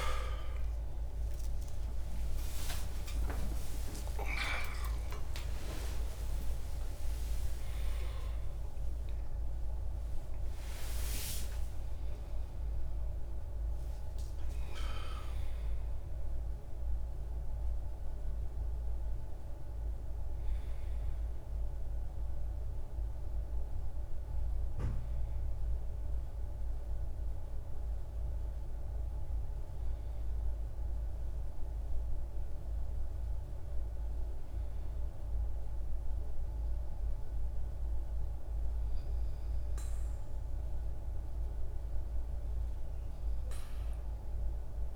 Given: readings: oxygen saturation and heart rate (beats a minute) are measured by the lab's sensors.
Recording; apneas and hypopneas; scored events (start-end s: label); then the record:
a person awake in a sleep study, by a room microphone; none
0.00-22.50 s: oxygen desaturation (device-marked, oxygen 84% lowest, heart rate 61 extreme)
From the record:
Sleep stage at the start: awake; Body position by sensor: on the back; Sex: male